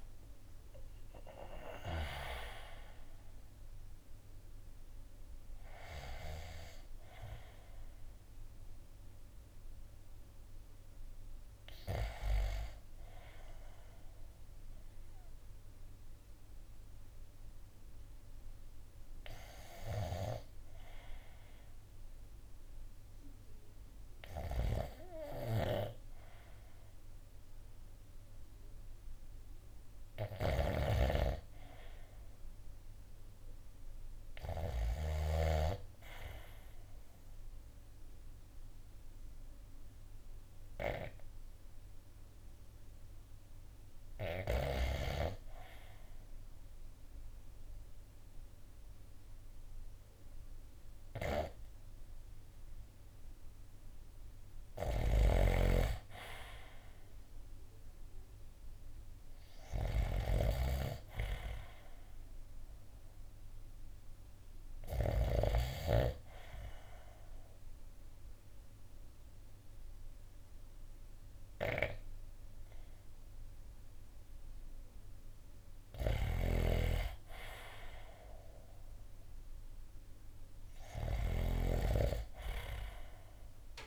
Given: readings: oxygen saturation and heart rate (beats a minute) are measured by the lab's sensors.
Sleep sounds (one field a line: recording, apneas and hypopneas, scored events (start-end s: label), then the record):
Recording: breathing in sleep by a room microphone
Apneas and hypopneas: 2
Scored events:
0.00-7.00 s: drop in pulse transit time (device-marked, heart rate 59 extreme)
0.00-8.00 s: oxygen desaturation (device-marked, oxygen 87% lowest, heart rate 52 extreme)
11.00-14.50 s: arousal
17.50-52.00 s: hypopnea (oxygen 91% before, 87% lowest, heart rate 64 before, 54 extreme, up 4 after)
18.00-23.00 s: oxygen desaturation (device-marked, oxygen 91% before, 87% lowest, heart rate 63 before, 54 extreme)
25.00-35.00 s: snoring (device-marked)
25.00-83.87 s: new sleep stage, N2 (light sleep)
40.00-59.00 s: oxygen desaturation (device-marked, oxygen 98% before, 92% lowest, heart rate 56 before, 54 extreme)
54.50-65.00 s: snoring (device-marked)
57.00-61.50 s: arousal
66.00-76.50 s: obstructive apnea (oxygen 96% before, 90% lowest, heart rate 56 before, 54 extreme, up 4 after)
70.00-83.87 s: oxygen desaturation (device-marked, oxygen 93% before, 90% lowest, heart rate 56 before, 55 extreme)
75.50-81.00 s: snoring (device-marked)
79.00-83.00 s: arousal
From the record:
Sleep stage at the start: N1 (lightest sleep)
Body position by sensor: on the right side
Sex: male